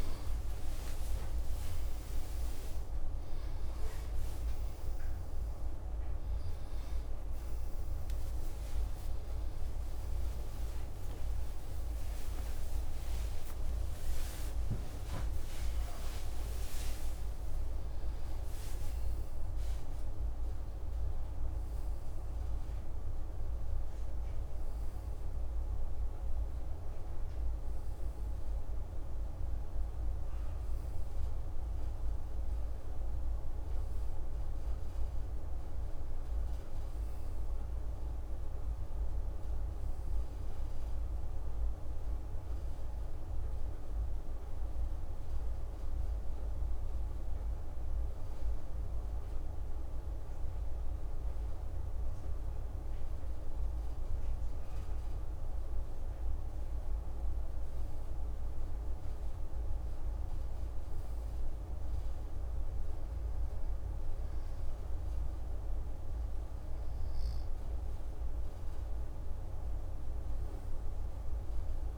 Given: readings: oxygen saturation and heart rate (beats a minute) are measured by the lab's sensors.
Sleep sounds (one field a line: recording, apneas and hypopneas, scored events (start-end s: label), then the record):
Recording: a person partly awake in a sleep study, hard to hear, by a room microphone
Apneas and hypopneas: 1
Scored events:
1.00-31.00 s: new sleep stage, awake
31.00-71.98 s: new sleep stage, N1 (lightest sleep)
45.50-56.00 s: hypopnea (oxygen 98% before, 95% lowest)
57.00-61.00 s: arousal
From the record:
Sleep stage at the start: N2 (light sleep)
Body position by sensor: on the back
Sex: male